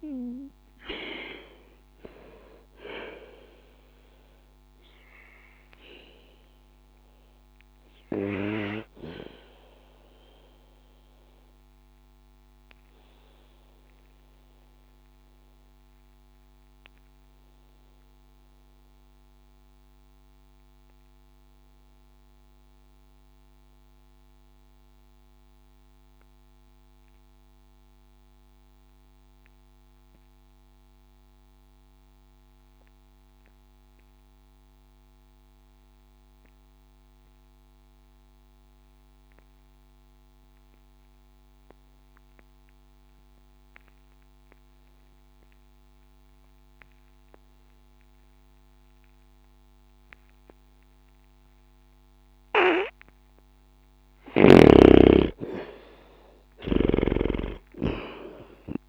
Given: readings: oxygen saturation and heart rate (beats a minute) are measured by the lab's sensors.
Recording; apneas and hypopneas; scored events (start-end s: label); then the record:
breathing in sleep by a microphone on the trachea; 1
0.00-25.50 s: oxygen desaturation (device-marked, oxygen 77% lowest, heart rate 60 extreme)
3.50-53.50 s: obstructive apnea (oxygen 96% before, 75% lowest, heart rate 63 before, 60 extreme, up 0 after)
42.50-58.89 s: oxygen desaturation (device-marked, oxygen 99% before, 84% lowest, heart rate 60 before, 60 extreme)
56.50-58.89 s: arousal
From the record:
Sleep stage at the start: N2 (light sleep); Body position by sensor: on the back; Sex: male